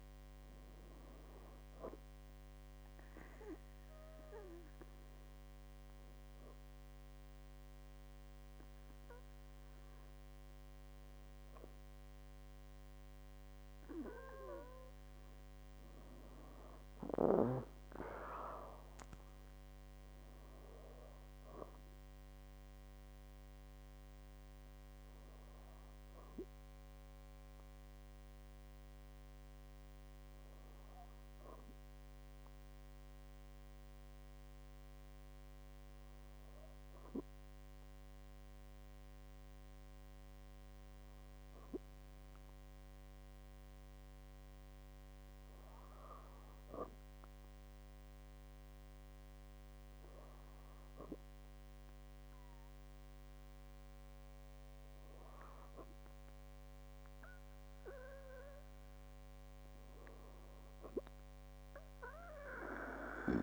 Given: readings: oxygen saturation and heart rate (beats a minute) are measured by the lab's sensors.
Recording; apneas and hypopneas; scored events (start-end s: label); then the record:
breathing in sleep by a microphone on the trachea; 2
2.50-14.50 s: obstructive apnea (oxygen 99% before, 96% lowest, heart rate 76 before, 57 extreme, up 7 after)
16.50-20.50 s: arousal
26.50-46.00 s: obstructive apnea (oxygen 99% before, 96% lowest, heart rate 67 before, 60 extreme, up 3 after)
48.00-51.50 s: arousal
From the record:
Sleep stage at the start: N2 (light sleep); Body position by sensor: on the back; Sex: female